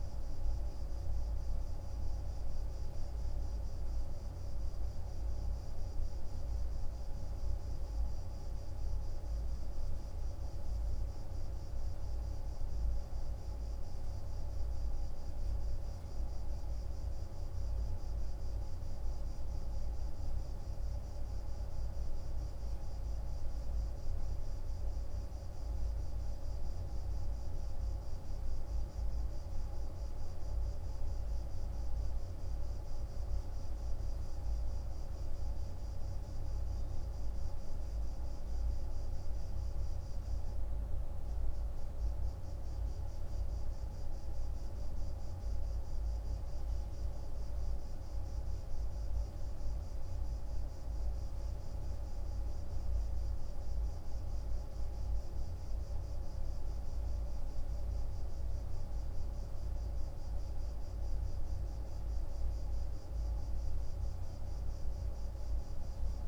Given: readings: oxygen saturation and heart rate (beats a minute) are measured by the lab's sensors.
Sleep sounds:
breathing in sleep, hard to hear, by a room microphone; none
none scored
From the record:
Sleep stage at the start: N2 (light sleep); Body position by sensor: on the right side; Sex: male

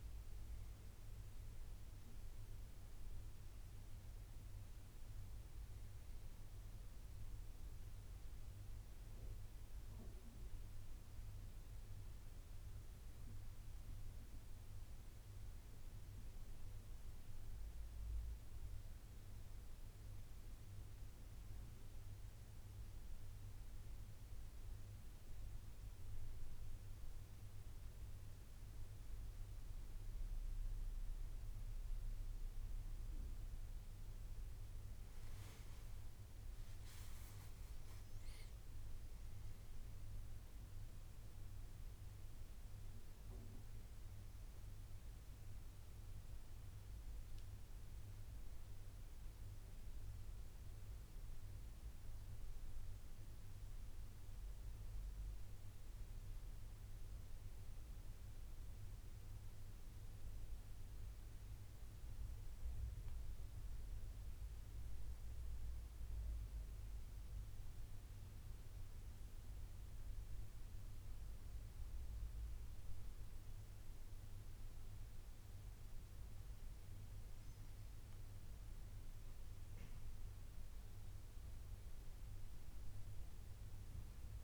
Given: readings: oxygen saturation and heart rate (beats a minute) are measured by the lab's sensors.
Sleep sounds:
breathing in sleep, hard to hear, by a room microphone; 1
37.50-84.44 s: new sleep stage, N2 (light sleep)
38.00-42.50 s: arousal
48.00-63.50 s: hypopnea (oxygen 96% before, 91% lowest, heart rate 76 before, 70 extreme, up 5 after)
66.00-68.50 s: arousal
From the record:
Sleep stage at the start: N1 (lightest sleep); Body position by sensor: on the back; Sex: male

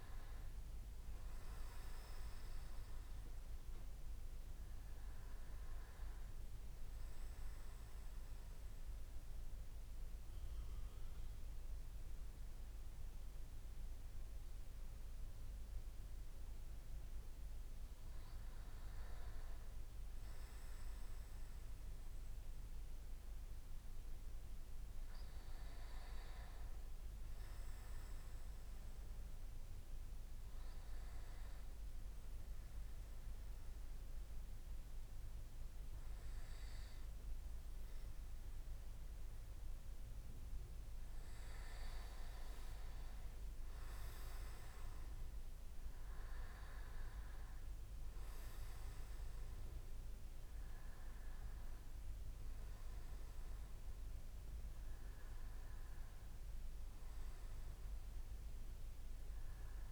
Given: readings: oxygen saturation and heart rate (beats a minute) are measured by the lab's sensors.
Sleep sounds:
breathing in sleep, hard to hear, by a room microphone; 1
0.00-12.50 s: oxygen desaturation (device-marked, oxygen 93% lowest)
15.50-59.92 s: new sleep stage, N2 (light sleep)
29.50-42.00 s: obstructive apnea (oxygen 99% before, 96% lowest)
41.50-44.00 s: leg movement (device-marked)
45.50-50.50 s: arousal
From the record:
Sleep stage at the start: N1 (lightest sleep); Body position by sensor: on the back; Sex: male

